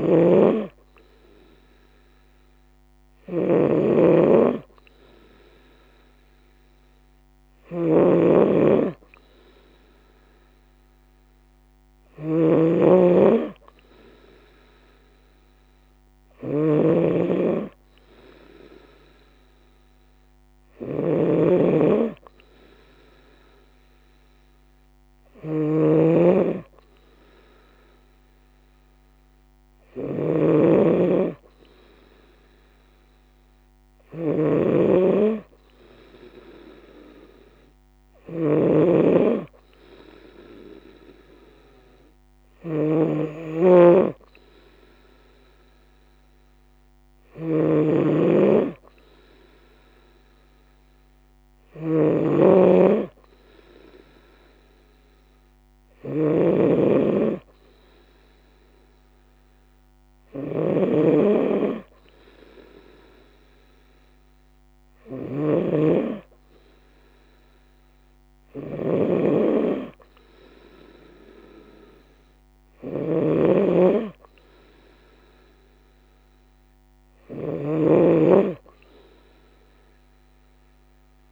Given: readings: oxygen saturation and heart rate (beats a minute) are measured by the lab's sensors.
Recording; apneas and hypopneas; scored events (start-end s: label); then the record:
breathing in sleep by a microphone on the trachea; none
0.00-81.31 s: snoring (device-marked)
From the record:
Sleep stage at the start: N2 (light sleep); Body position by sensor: on the right side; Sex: female